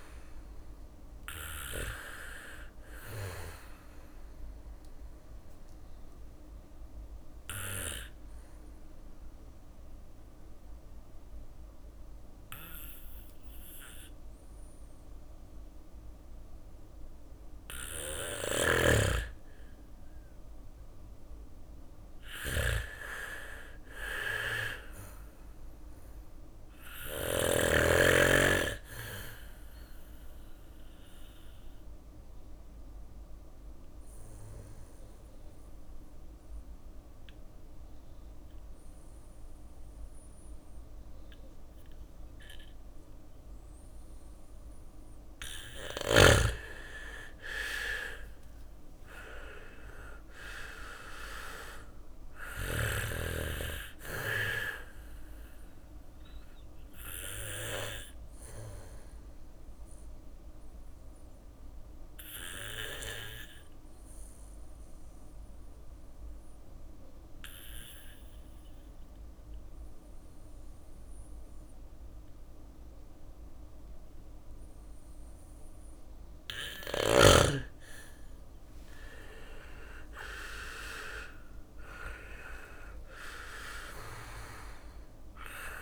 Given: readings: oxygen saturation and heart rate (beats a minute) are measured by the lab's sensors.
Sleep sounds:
breathing in sleep by a room microphone; 3
0.00-3.50 s: drop in pulse transit time (device-marked, heart rate 60 extreme)
0.00-14.50 s: oxygen desaturation (device-marked, oxygen 93% lowest, heart rate 57 extreme)
0.50-8.50 s: bradycardia (device-marked, heart rate 60 before, 58 extreme)
2.50-16.50 s: obstructive apnea (oxygen 99% before, 93% lowest, heart rate 62 before, 57 extreme, up 4 after)
17.50-26.50 s: snoring (device-marked)
20.00-23.50 s: arousal
25.50-43.50 s: bradycardia (device-marked, heart rate 60 before, 57 extreme)
30.00-45.00 s: obstructive apnea (oxygen 99% before, 93% lowest, heart rate 60 before, 55 extreme, up 6 after)
46.50-58.50 s: drop in pulse transit time (device-marked, heart rate 58 before, 56 extreme)
47.00-50.50 s: arousal
51.50-72.50 s: oxygen desaturation (device-marked, oxygen 98% before, 93% lowest, heart rate 59 before, 55 extreme)
51.50-74.50 s: bradycardia (device-marked, heart rate 60 before, 55 extreme)
59.50-75.50 s: obstructive apnea (oxygen 98% before, 92% lowest, heart rate 59 before, 58 extreme, up 6 after)
77.50-80.50 s: arousal
79.50-85.81 s: oxygen desaturation (device-marked, oxygen 99% before, 93% lowest, heart rate 58 before, 58 extreme)
80.50-85.81 s: drop in pulse transit time (device-marked, heart rate 59 before, 58 extreme)
84.50-85.81 s: bradycardia (device-marked, heart rate 60 before, 58 extreme)
From the record:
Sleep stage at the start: N2 (light sleep); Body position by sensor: on the back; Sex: male

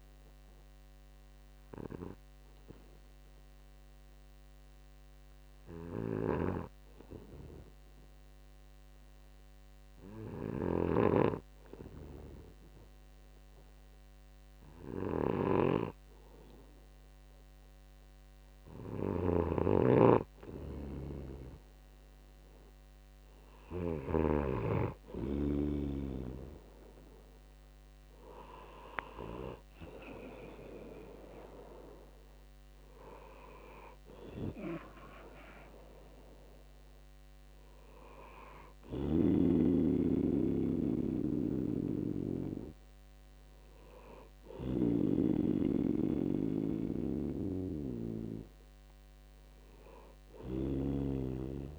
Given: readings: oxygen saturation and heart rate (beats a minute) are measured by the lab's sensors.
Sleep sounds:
breathing in sleep by a microphone on the trachea; 1
0.50-17.50 s: hypopnea (oxygen 96% before, 93% lowest, heart rate 64 before, 63 extreme, up 2 after)
6.50-25.00 s: snoring (device-marked)
21.00-24.50 s: arousal
42.00-45.50 s: snoring (device-marked)
47.50-51.50 s: snoring (device-marked)
From the record:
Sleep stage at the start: N2 (light sleep); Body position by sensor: on the right side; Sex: male

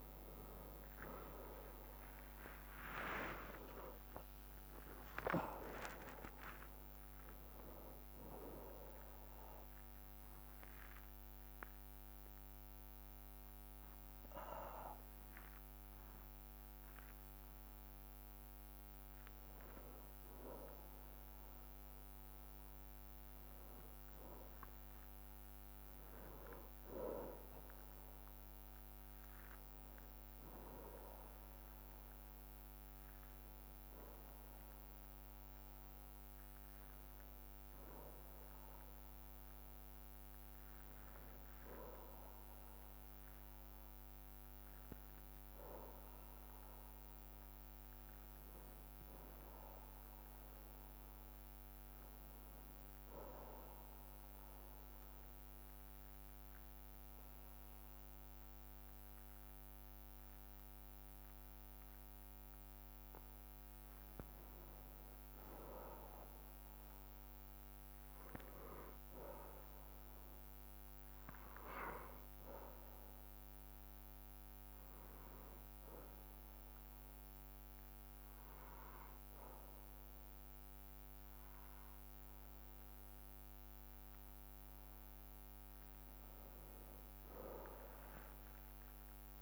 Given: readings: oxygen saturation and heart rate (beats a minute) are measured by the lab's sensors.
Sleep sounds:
a person awake in a sleep study, by a microphone on the trachea; 2
2.00-4.00 s: long interval between heartbeats (device-marked, heart rate 62 before, 75 extreme)
8.50-25.50 s: drop in pulse transit time (device-marked, heart rate 73 before, 64 extreme)
11.00-13.00 s: long interval between heartbeats (device-marked, heart rate 75 before, 90 extreme)
51.50-89.41 s: new sleep stage, N2 (light sleep)
52.50-63.00 s: obstructive apnea (oxygen 97% before, 94% lowest, heart rate 61 before, 57 extreme, up 3 after)
54.50-63.50 s: bradycardia (device-marked, heart rate 67 before, 57 extreme)
65.50-70.00 s: arousal
67.50-71.50 s: bradycardia (device-marked, heart rate 67 before, 59 extreme)
74.50-82.50 s: bradycardia (device-marked, heart rate 67 before, 58 extreme)
75.00-85.00 s: obstructive apnea (oxygen 96% before, 94% lowest, heart rate 59 before, 57 extreme, up 6 after)
From the record:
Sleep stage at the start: awake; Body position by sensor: on the back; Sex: male

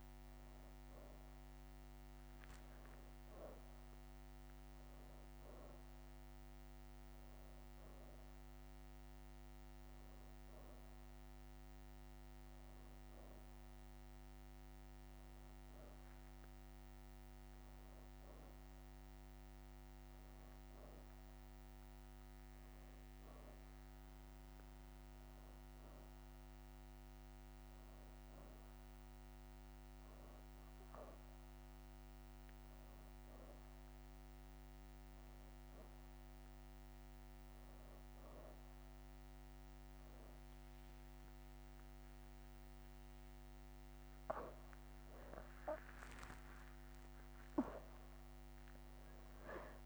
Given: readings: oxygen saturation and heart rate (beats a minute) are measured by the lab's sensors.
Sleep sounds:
breathing in sleep, hard to hear, by a microphone on the trachea; none
22.50-23.50 s: leg movement (device-marked)
25.00-28.00 s: leg movement (device-marked)
35.00-39.00 s: leg movement (device-marked)
From the record:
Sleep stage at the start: N2 (light sleep); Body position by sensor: on the back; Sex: female

